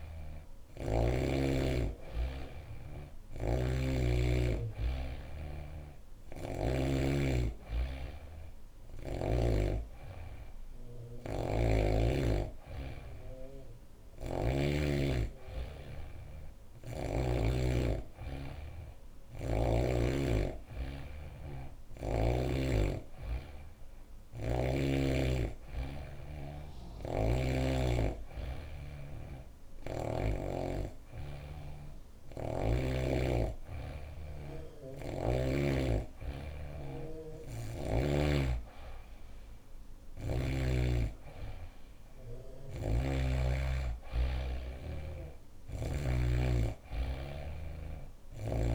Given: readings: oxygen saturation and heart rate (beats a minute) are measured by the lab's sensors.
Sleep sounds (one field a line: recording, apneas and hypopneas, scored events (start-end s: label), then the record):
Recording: breathing in sleep by a room microphone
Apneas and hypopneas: none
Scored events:
7.50-17.00 s: snoring (device-marked)
26.50-30.00 s: snoring (device-marked)
From the record:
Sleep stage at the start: N3 (deep sleep)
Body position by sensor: on the back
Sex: female